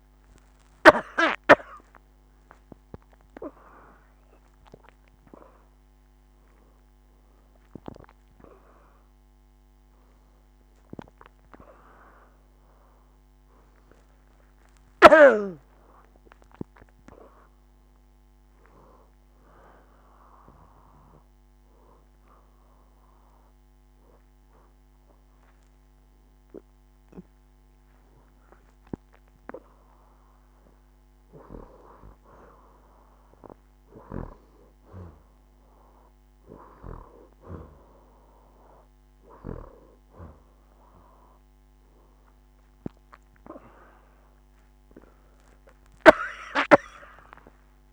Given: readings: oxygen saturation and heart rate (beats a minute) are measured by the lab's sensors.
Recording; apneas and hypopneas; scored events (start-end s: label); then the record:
a person partly awake in a sleep study, by a microphone on the trachea; 1
4.00-34.00 s: new sleep stage, N1 (lightest sleep)
22.00-32.50 s: hypopnea (oxygen 97% before, 90% lowest, heart rate 86 before, 81 extreme, up 2 after)
34.00-47.93 s: new sleep stage, N2 (light sleep)
35.00-39.50 s: arousal
43.00-47.93 s: oxygen desaturation (device-marked, oxygen 95% before, 90% lowest, heart rate 83 before, 75 extreme)
46.50-47.93 s: long interval between heartbeats (device-marked, heart rate 83 before, 92 extreme)
From the record:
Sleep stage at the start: awake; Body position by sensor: on the back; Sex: female